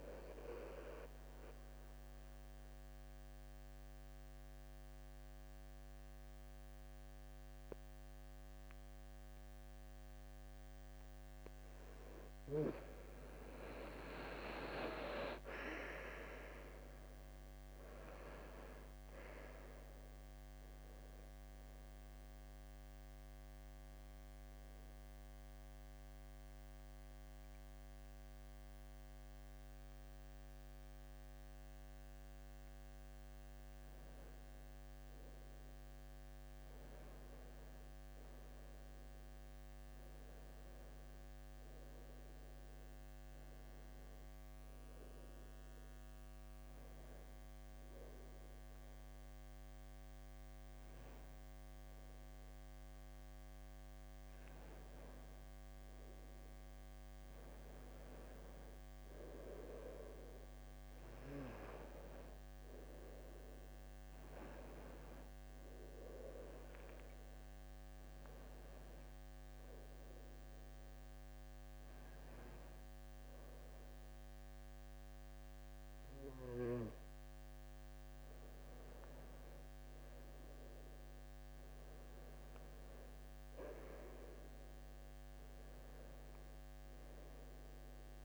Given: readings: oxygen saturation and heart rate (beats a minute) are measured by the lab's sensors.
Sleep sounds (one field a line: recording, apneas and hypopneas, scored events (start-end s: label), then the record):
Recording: breathing in sleep by a microphone on the trachea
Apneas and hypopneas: 3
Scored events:
0.50-12.50 s: mixed apnea (oxygen 95% before, 92% lowest, heart rate 76 before, 71 extreme, up 9 after)
14.50-17.50 s: arousal
22.50-35.00 s: mixed apnea (oxygen 95% before, 92% lowest, heart rate 74 before, 75 extreme, up 3 after)
37.50-40.50 s: arousal
67.00-78.50 s: obstructive apnea (oxygen 98% before, 93% lowest, heart rate 77 before, 75 extreme, up 5 after)
67.00-81.00 s: oxygen desaturation (device-marked, oxygen 96% before, 93% lowest, heart rate 77 before, 75 extreme)
83.50-87.00 s: arousal
From the record:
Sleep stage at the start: N2 (light sleep)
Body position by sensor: on the left side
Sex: male